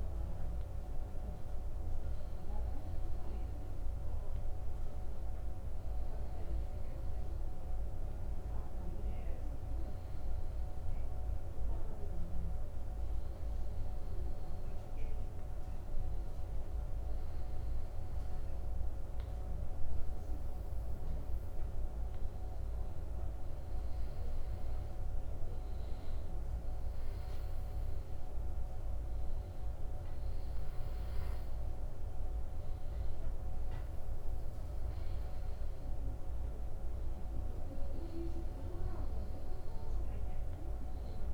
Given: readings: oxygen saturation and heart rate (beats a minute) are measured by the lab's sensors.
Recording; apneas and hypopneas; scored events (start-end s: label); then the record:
breathing in sleep, hard to hear, by a room microphone; 1
13.00-24.00 s: hypopnea (oxygen 94% before, 91% lowest, heart rate 85 before, 82 extreme, up 2 after)
27.00-30.00 s: arousal
31.00-41.33 s: oxygen desaturation (device-marked, oxygen 94% before, 91% lowest, heart rate 84 before, 84 extreme)
From the record:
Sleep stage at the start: N2 (light sleep); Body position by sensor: on the back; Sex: male